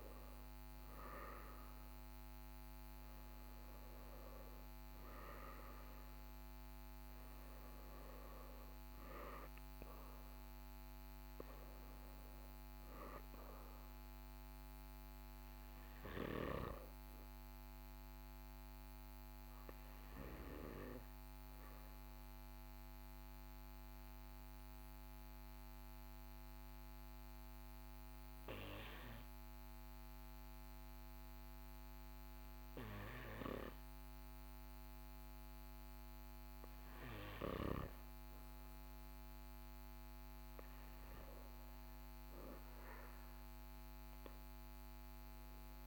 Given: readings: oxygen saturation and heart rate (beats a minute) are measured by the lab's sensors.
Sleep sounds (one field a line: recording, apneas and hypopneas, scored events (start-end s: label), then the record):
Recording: breathing in sleep by a microphone on the trachea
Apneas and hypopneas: 1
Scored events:
0.00-2.00 s: arousal
0.00-27.00 s: oxygen desaturation (device-marked, oxygen 94% lowest, heart rate 42 extreme)
22.00-38.00 s: obstructive apnea (oxygen 98% before, 94% lowest, heart rate 44 before, 42 extreme, up 1 after)
41.00-45.50 s: arousal
From the record:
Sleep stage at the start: N2 (light sleep)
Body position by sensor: on the right side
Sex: male